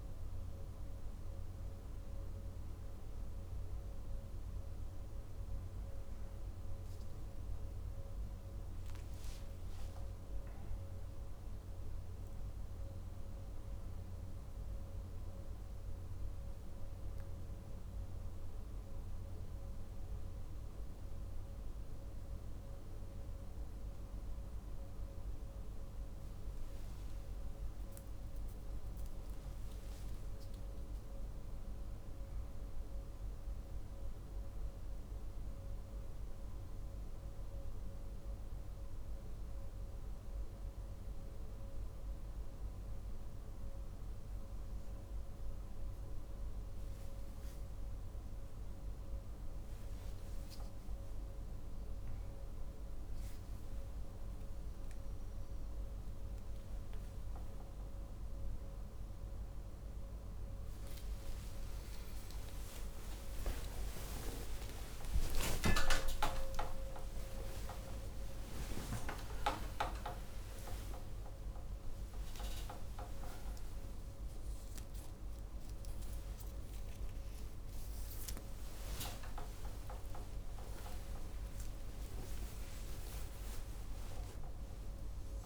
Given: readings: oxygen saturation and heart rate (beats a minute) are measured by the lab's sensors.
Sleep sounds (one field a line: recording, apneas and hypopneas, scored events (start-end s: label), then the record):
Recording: a person partly awake in a sleep study, by a room microphone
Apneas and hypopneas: 1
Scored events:
8.50-12.50 s: arousal
27.00-31.00 s: arousal
33.50-44.00 s: hypopnea (oxygen 97% before, 95% lowest, heart rate 56 before, 44 extreme, up 16 after)
45.00-75.00 s: new sleep stage, awake
65.00-67.00 s: long interval between heartbeats (device-marked, heart rate 61 before, 82 extreme)
69.00-71.00 s: long interval between heartbeats (device-marked, heart rate 72 before, 124 extreme)
71.00-73.00 s: long interval between heartbeats (device-marked, heart rate 78 before, 129 extreme)
73.00-75.00 s: long interval between heartbeats (device-marked, heart rate 85 before, 146 extreme)
75.00-85.45 s: new sleep stage, N1 (lightest sleep)
75.50-77.50 s: long interval between heartbeats (device-marked, heart rate 94 before, 160 extreme)
78.00-80.00 s: long interval between heartbeats (device-marked, heart rate 111 before, 186 extreme)
From the record:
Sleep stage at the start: N2 (light sleep)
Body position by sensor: on the back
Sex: male